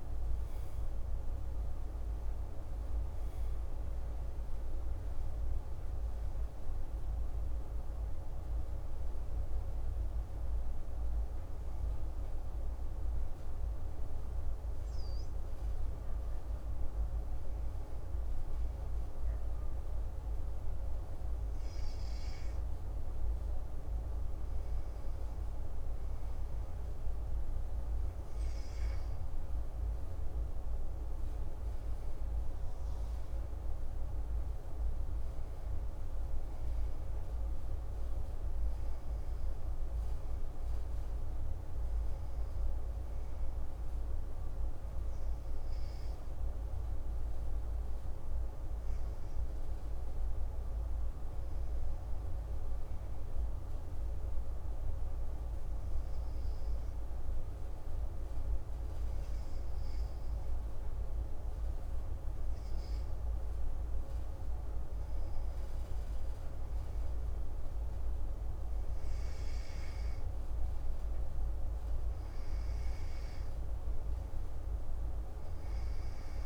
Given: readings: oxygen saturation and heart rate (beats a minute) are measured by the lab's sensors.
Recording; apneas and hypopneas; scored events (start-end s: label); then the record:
a person partly awake in a sleep study, hard to hear, by a room microphone; 1
10.50-76.46 s: new sleep stage, N2 (light sleep)
52.50-63.50 s: obstructive apnea (oxygen 98% before, 95% lowest)
65.50-69.00 s: arousal
From the record:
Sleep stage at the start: awake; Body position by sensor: on the back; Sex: male